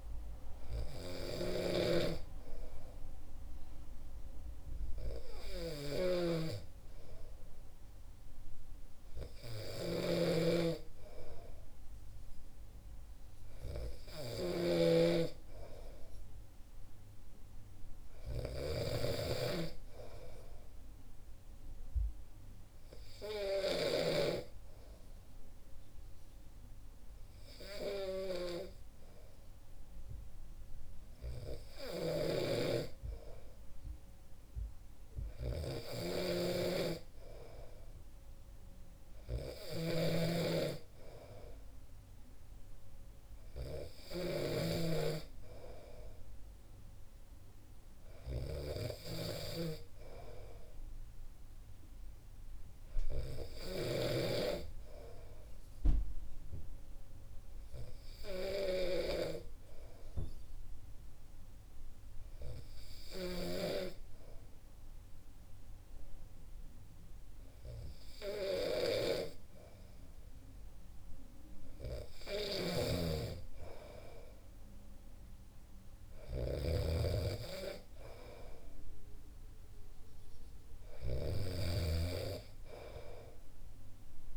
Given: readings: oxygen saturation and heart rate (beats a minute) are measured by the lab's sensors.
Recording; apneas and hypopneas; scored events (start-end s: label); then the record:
breathing in sleep by a room microphone; none
0.00-63.50 s: snoring (device-marked)
72.50-84.37 s: snoring (device-marked)
From the record:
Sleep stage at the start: N2 (light sleep); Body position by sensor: on the back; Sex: male